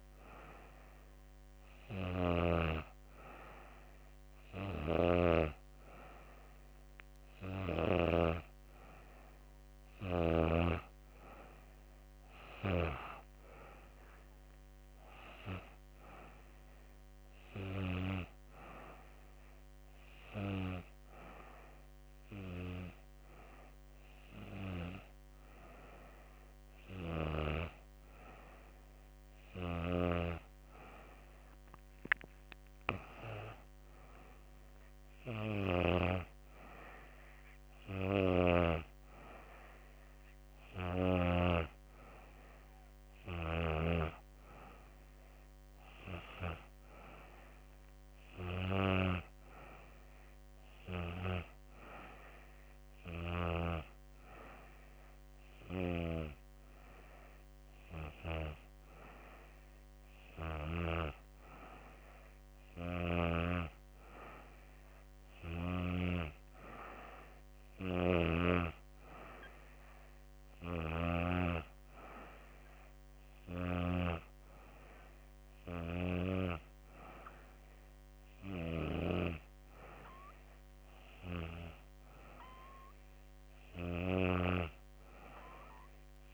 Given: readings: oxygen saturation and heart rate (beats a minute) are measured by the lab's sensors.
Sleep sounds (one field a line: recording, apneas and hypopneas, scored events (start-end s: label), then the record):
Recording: breathing in sleep by a microphone on the trachea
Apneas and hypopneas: none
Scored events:
none scored
From the record:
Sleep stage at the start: N2 (light sleep)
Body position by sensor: on the back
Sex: female